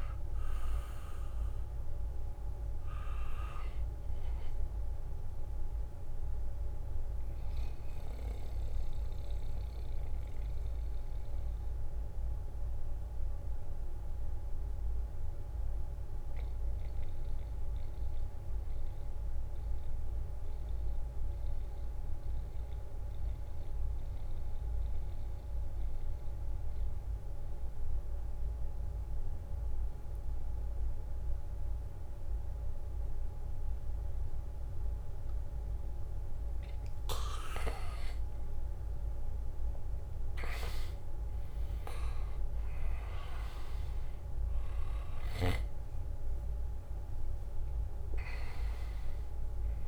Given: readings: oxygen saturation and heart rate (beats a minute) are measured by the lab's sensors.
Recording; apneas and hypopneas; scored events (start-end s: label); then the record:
breathing in sleep by a room microphone; 1
0.00-24.50 s: oxygen desaturation (device-marked, oxygen 81% lowest, heart rate 62 extreme)
8.50-36.00 s: mixed apnea (oxygen 97% before, 81% lowest, heart rate 68 before, 66 extreme, up 3 after)
37.50-49.88 s: oxygen desaturation (device-marked, oxygen 99% before, 81% lowest, heart rate 68 before, 64 extreme)
39.00-44.00 s: arousal
From the record:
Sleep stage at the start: N2 (light sleep); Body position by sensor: on the back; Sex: male